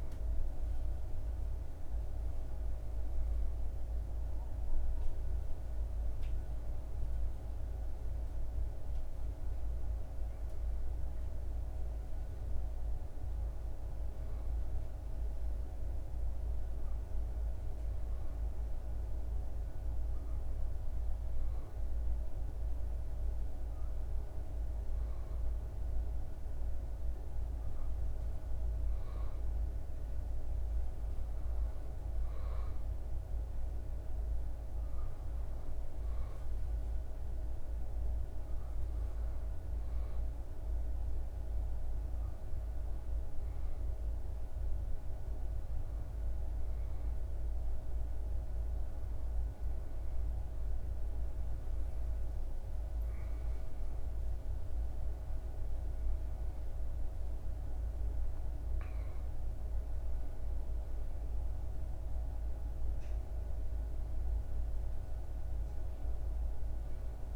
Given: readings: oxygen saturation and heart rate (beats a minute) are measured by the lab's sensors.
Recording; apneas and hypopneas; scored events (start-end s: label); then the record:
breathing in sleep, hard to hear, by a room microphone; none
15.00-67.36 s: new sleep stage, N3 (deep sleep)
From the record:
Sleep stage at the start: N2 (light sleep); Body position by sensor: on the back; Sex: male